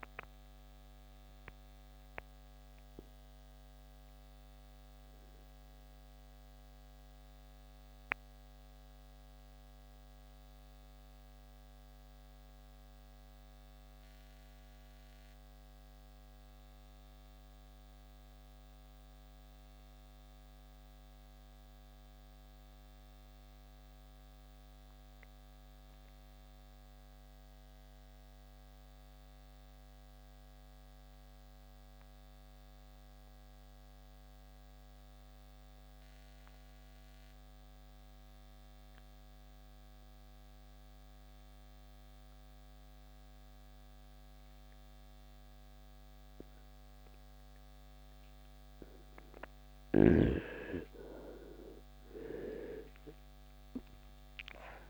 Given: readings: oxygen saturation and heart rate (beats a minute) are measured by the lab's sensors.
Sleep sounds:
breathing in sleep by a microphone on the trachea; 1
6.50-49.00 s: mixed apnea (oxygen 98% before, 80% lowest, heart rate 74 before, 54 extreme, up 13 after)
11.00-31.00 s: oxygen desaturation (device-marked, oxygen 95% before, 81% lowest, heart rate 74 before, 54 extreme)
51.00-54.90 s: arousal
From the record:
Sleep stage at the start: N2 (light sleep); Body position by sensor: on the right side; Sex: male

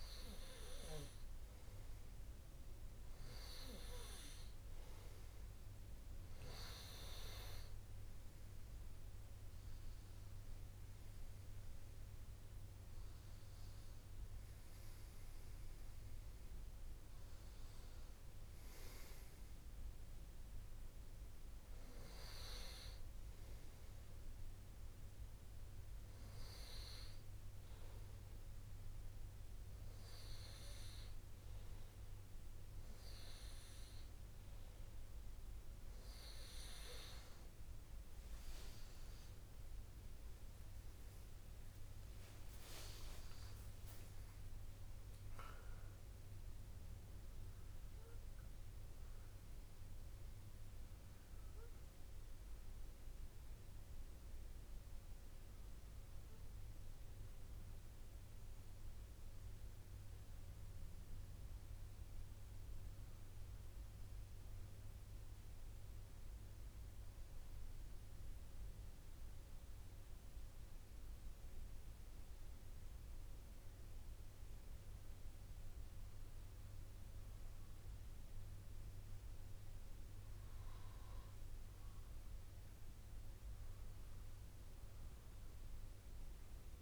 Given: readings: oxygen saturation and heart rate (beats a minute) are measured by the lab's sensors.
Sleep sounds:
breathing in sleep by a room microphone; 1
40.00-44.50 s: arousal
41.00-71.00 s: new sleep stage, N1 (lightest sleep)
52.00-67.50 s: obstructive apnea (oxygen 98% before, 96% lowest)
69.00-72.50 s: arousal
71.00-86.82 s: new sleep stage, N2 (light sleep)
From the record:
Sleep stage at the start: N2 (light sleep); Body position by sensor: on the right side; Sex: male

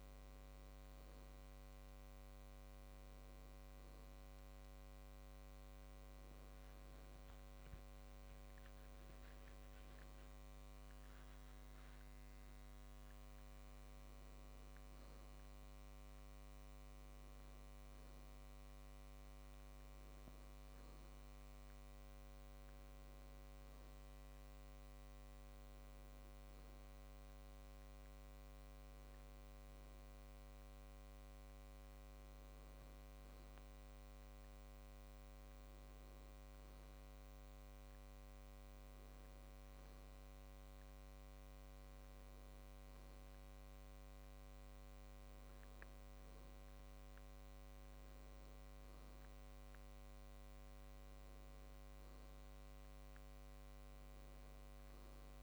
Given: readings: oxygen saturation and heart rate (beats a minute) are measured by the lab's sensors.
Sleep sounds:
a person partly awake in a sleep study, hard to hear, by a microphone on the trachea; none
26.50-55.43 s: new sleep stage, N1 (lightest sleep)
From the record:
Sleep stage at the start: awake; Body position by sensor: on the back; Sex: male

